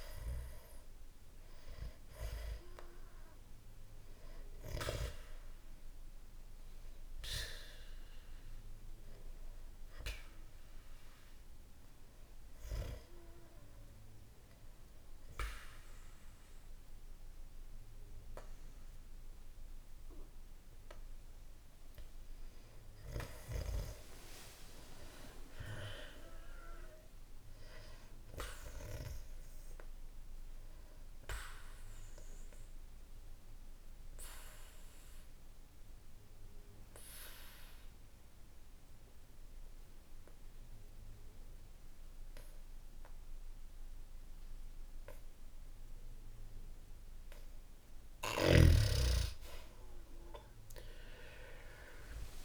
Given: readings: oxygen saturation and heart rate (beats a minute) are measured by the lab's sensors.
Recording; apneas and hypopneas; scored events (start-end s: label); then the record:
breathing in sleep by a room microphone; 2
0.00-23.50 s: oxygen desaturation (device-marked, oxygen 92% lowest, heart rate 60 extreme)
6.50-22.00 s: hypopnea (oxygen 98% before, 92% lowest, heart rate 63 before, 60 extreme, up 3 after)
23.50-27.50 s: arousal
31.00-47.50 s: obstructive apnea (oxygen 99% before, 91% lowest, heart rate 65 before, 58 extreme, up 1 after)
48.50-52.45 s: snoring (device-marked)
From the record:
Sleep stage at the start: N2 (light sleep); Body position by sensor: on the back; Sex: male